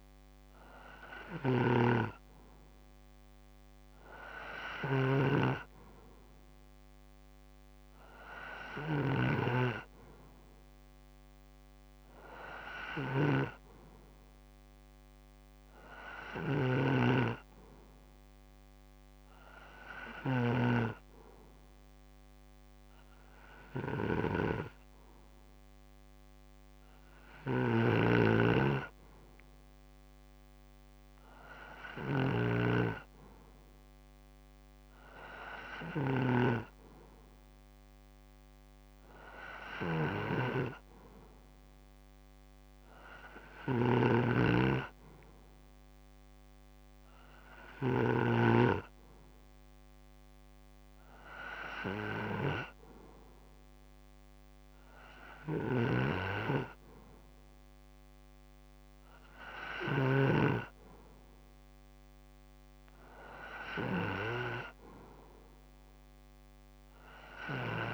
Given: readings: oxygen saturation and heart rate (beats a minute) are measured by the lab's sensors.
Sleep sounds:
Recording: breathing in sleep by a microphone on the trachea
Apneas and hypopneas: none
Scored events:
1.00-48.00 s: snoring (device-marked)
55.00-60.00 s: snoring (device-marked)
63.50-66.50 s: arousal
From the record:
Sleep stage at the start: N2 (light sleep)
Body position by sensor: on the back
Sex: male

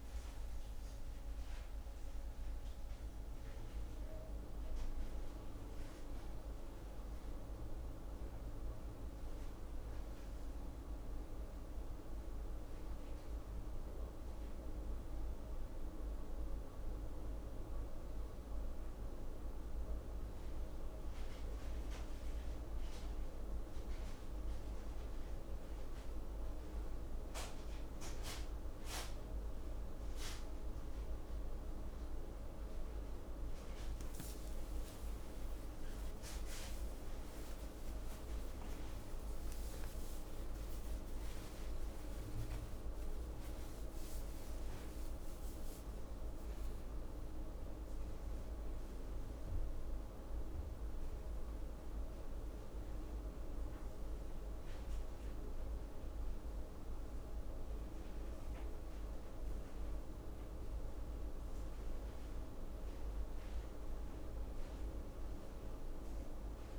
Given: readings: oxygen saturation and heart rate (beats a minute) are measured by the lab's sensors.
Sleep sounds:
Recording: breathing in sleep, hard to hear, by a room microphone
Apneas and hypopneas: none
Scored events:
35.50-40.00 s: arousal
From the record:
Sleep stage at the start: N1 (lightest sleep)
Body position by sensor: on the back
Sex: female

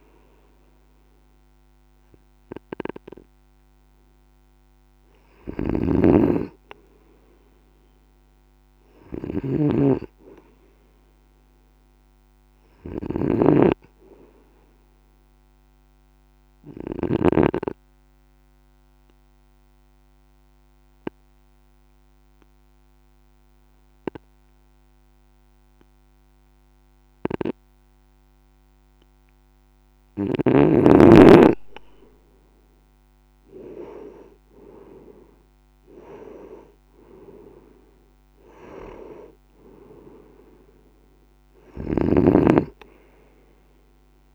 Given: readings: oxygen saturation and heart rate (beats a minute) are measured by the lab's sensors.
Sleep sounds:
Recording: breathing in sleep by a microphone on the trachea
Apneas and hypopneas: 1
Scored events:
0.50-12.50 s: oxygen desaturation (device-marked, oxygen 93% before, 90% lowest, heart rate 60 before, 54 extreme)
5.50-17.00 s: snoring (device-marked)
12.50-15.50 s: arousal
17.50-30.50 s: obstructive apnea (oxygen 96% before, 94% lowest, heart rate 55 before, 54 extreme, up 6 after)
33.50-37.50 s: arousal
41.50-44.35 s: snoring (device-marked)
From the record:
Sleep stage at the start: N2 (light sleep)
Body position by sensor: on the right side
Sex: male

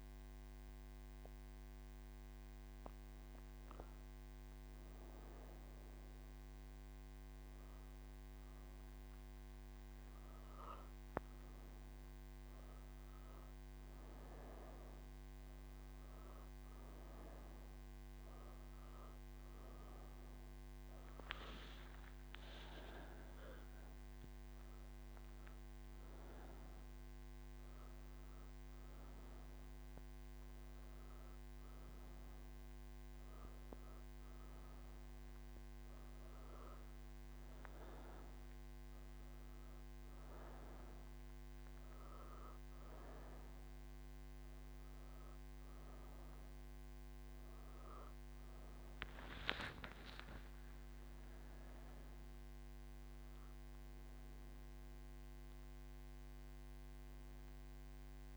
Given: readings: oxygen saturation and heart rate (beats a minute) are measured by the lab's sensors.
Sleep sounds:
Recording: breathing in sleep, hard to hear, by a microphone on the trachea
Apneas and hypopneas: none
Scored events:
none scored
From the record:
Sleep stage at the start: N1 (lightest sleep)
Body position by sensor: on the right side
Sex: female

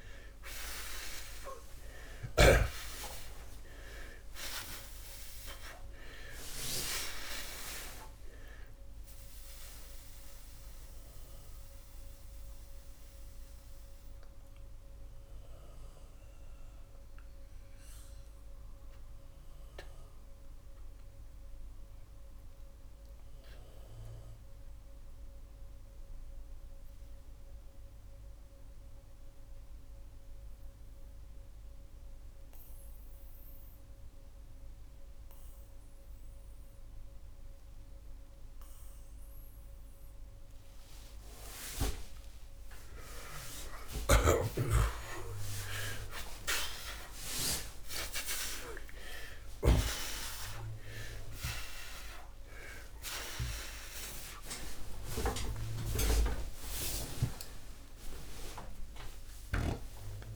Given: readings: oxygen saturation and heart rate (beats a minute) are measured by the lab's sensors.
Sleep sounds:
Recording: a person partly awake in a sleep study, by a room microphone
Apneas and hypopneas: 1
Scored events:
0.00-2.50 s: arousal
0.00-2.50 s: snoring (device-marked)
4.00-42.00 s: oxygen desaturation (device-marked, oxygen 94% before, 81% lowest)
11.00-41.50 s: mixed apnea (oxygen 94% before, 81% lowest)
36.00-60.36 s: new sleep stage, awake
43.50-49.50 s: snoring (device-marked)
From the record:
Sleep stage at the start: N2 (light sleep)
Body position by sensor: on the back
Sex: male

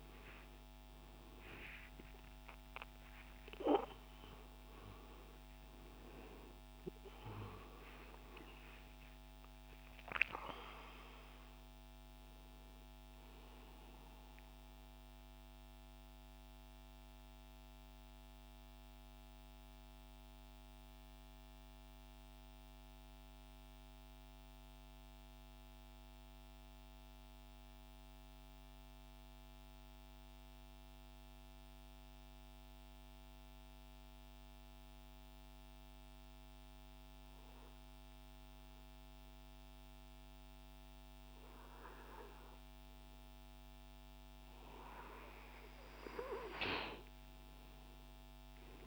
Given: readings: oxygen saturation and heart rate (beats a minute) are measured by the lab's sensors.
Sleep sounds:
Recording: breathing in sleep by a microphone on the trachea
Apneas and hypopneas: 1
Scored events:
0.00-2.00 s: arousal
0.00-21.00 s: oxygen desaturation (device-marked, oxygen 88% lowest, heart rate 30 extreme)
15.00-43.50 s: mixed apnea (oxygen 95% before, 89% lowest, heart rate 58 before, 76 extreme, up 28 after)
40.00-48.86 s: oxygen desaturation (device-marked, oxygen 99% before, 92% lowest, heart rate 135 before, 89 extreme)
45.50-48.86 s: arousal
From the record:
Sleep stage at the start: N2 (light sleep)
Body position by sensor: on the right side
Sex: male

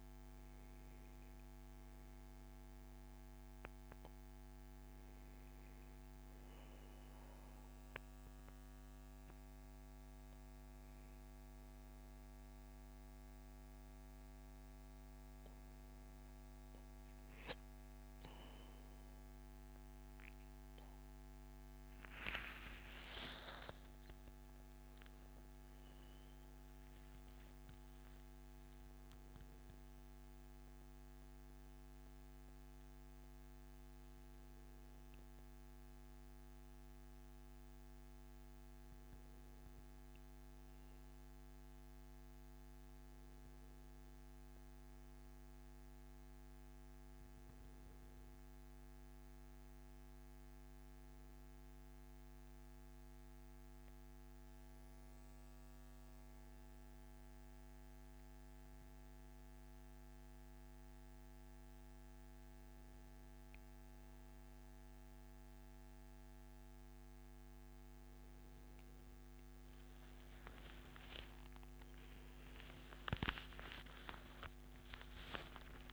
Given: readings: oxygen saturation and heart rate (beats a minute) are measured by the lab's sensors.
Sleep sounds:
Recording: a person awake in a sleep study, hard to hear, by a microphone on the trachea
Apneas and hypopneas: none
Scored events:
51.50-53.50 s: long interval between heartbeats (device-marked, heart rate 143 before, 116 extreme)
From the record:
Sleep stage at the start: awake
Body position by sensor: on the back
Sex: male

